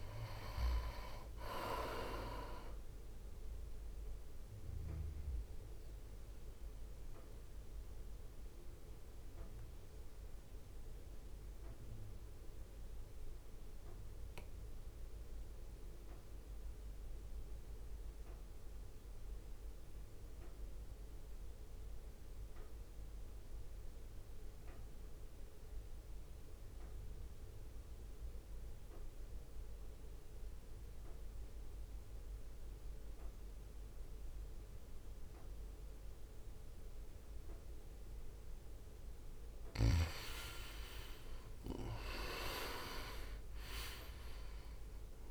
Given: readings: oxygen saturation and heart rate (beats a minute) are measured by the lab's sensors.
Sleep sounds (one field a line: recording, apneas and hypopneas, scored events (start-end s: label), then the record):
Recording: breathing in sleep by a room microphone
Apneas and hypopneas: 1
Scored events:
0.00-9.00 s: drop in pulse transit time (device-marked, heart rate 58 extreme)
0.00-26.00 s: oxygen desaturation (device-marked, oxygen 82% lowest, heart rate 58 extreme)
4.00-39.00 s: mixed apnea (oxygen 99% before, 82% lowest, heart rate 62 before, 52 extreme, up 7 after)
40.00-45.31 s: oxygen desaturation (device-marked, oxygen 98% before, 88% lowest, heart rate 65 before, 52 extreme)
41.50-45.31 s: arousal
43.00-45.31 s: drop in pulse transit time (device-marked, heart rate 64 before, 54 extreme)
From the record:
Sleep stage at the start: N2 (light sleep)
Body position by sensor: on the right side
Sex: male